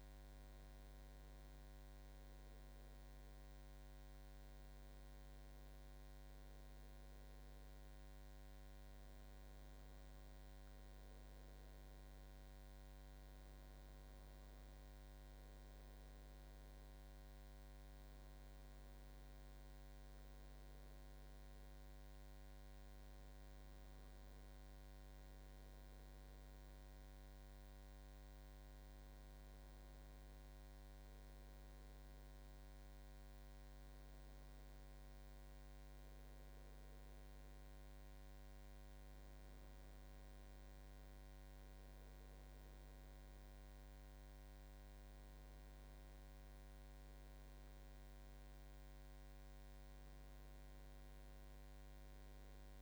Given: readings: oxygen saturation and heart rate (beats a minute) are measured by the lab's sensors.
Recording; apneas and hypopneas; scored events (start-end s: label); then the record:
breathing in sleep, hard to hear, by a microphone on the trachea; none
none scored
From the record:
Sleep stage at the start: N1 (lightest sleep); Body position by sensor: on the back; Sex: male